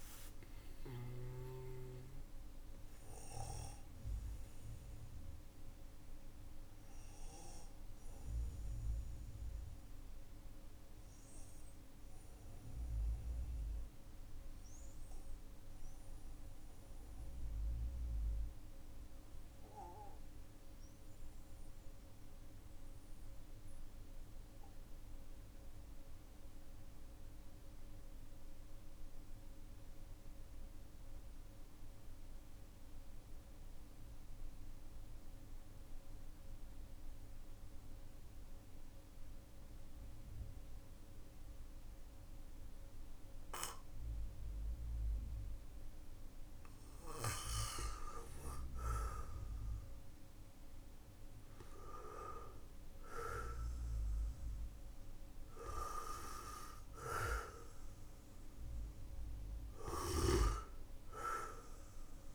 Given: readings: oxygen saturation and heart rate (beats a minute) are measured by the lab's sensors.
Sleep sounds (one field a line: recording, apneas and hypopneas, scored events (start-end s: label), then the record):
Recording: breathing in sleep by a room microphone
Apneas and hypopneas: 1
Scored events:
0.00-22.50 s: oxygen desaturation (device-marked, oxygen 91% lowest, heart rate 41 extreme)
2.50-45.00 s: obstructive apnea (oxygen 98% before, 91% lowest, heart rate 55 before, 41 extreme, up 9 after)
44.50-62.35 s: oxygen desaturation (device-marked, oxygen 98% before, 91% lowest, heart rate 50 before, 44 extreme)
47.50-51.00 s: arousal
From the record:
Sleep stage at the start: N2 (light sleep)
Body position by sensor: on the back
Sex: male